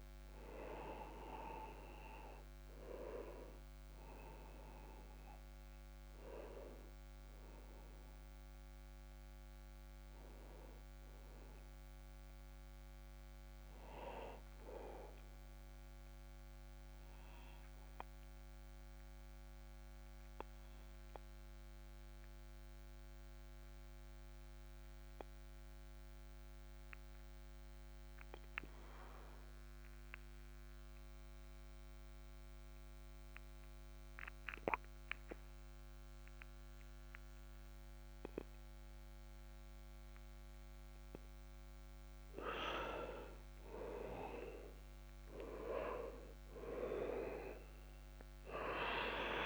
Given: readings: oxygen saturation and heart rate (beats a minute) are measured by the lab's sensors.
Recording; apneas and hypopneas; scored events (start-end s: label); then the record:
breathing in sleep by a microphone on the trachea; 1
0.00-25.00 s: oxygen desaturation (device-marked, oxygen 89% lowest, heart rate 26 extreme)
17.00-41.50 s: obstructive apnea (oxygen 98% before, 89% lowest, heart rate 46 before, 36 extreme, up 4 after)
31.00-33.00 s: tachycardia (device-marked, heart rate 44 before, 79 extreme)
43.50-47.00 s: arousal
47.00-49.46 s: oxygen desaturation (device-marked, oxygen 99% before, 92% lowest, heart rate 69 before, 27 extreme)
From the record:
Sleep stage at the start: N2 (light sleep); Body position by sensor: on the back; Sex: male